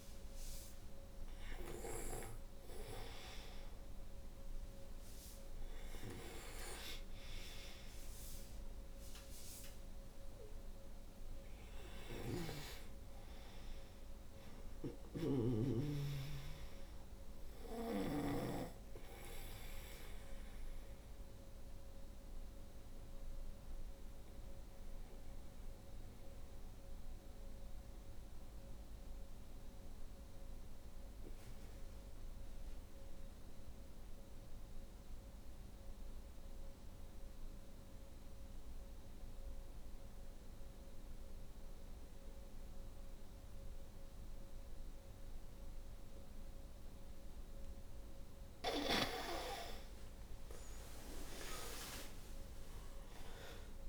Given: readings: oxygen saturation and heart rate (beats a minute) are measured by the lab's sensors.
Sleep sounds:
breathing in sleep by a room microphone; 1
3.00-6.50 s: arousal
3.00-39.00 s: oxygen desaturation (device-marked, oxygen 98% before, 84% lowest, heart rate 59 before, 52 extreme)
11.00-17.50 s: snoring (device-marked)
20.50-47.50 s: obstructive apnea (oxygen 98% before, 79% lowest, heart rate 61 before, 50 extreme, up 9 after)
46.00-53.88 s: oxygen desaturation (device-marked, oxygen 97% before, 79% lowest, heart rate 59 before, 50 extreme)
50.00-53.88 s: arousal
From the record:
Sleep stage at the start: N2 (light sleep); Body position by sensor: on the back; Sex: female

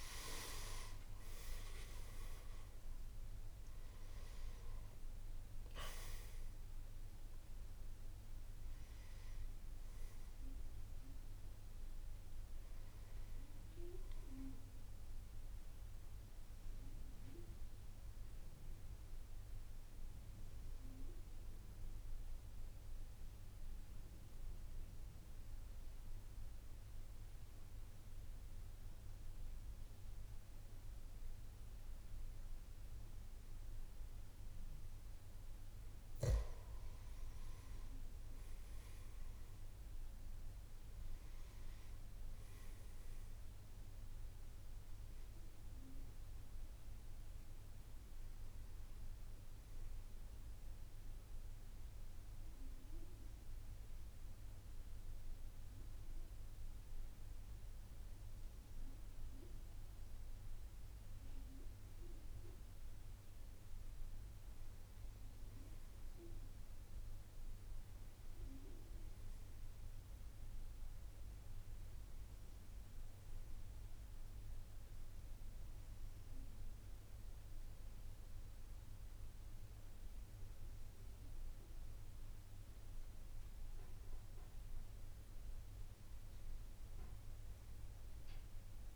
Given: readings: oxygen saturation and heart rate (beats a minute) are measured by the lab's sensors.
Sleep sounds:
breathing in sleep by a room microphone; 2
23.00-36.00 s: central apnea (oxygen 99% before, 93% lowest, heart rate 74 before, 52 extreme, up 7 after)
42.00-65.00 s: oxygen desaturation (device-marked, oxygen 99% before, 93% lowest, heart rate 54 before, 51 extreme)
53.00-65.50 s: mixed apnea (oxygen 99% before, 93% lowest, heart rate 55 before, 51 extreme, up 8 after)
From the record:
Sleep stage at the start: N3 (deep sleep); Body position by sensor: on the back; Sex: male

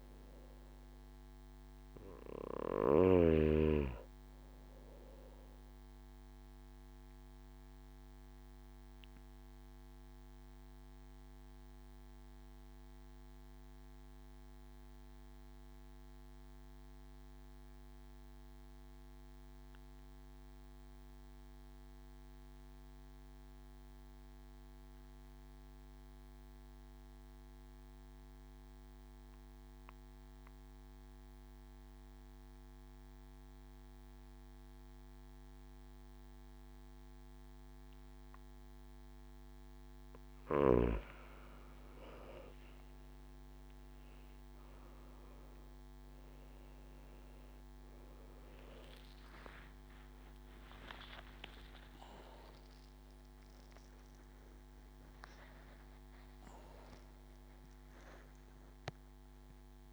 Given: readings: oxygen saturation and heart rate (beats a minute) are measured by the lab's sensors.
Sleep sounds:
breathing in sleep by a microphone on the trachea; 1
0.00-3.00 s: snoring (device-marked)
0.00-13.00 s: oxygen desaturation (device-marked, oxygen 92% lowest)
7.50-39.50 s: obstructive apnea (oxygen 96% before, 89% lowest)
33.00-59.93 s: oxygen desaturation (device-marked, oxygen 97% before, 89% lowest)
49.50-55.50 s: arousal
From the record:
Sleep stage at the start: N2 (light sleep); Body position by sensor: on the back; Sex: male

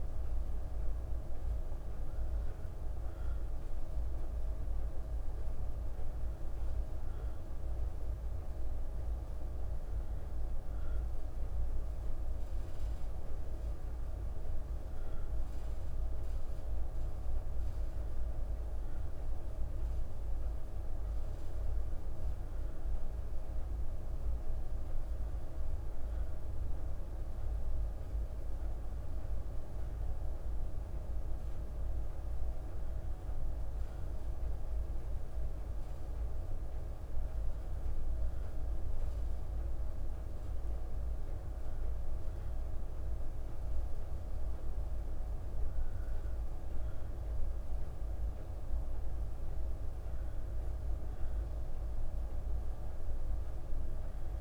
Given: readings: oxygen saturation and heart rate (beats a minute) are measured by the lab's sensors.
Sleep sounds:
breathing in sleep, hard to hear, by a room microphone; none
none scored
From the record:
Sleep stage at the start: N2 (light sleep); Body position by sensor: on the back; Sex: female

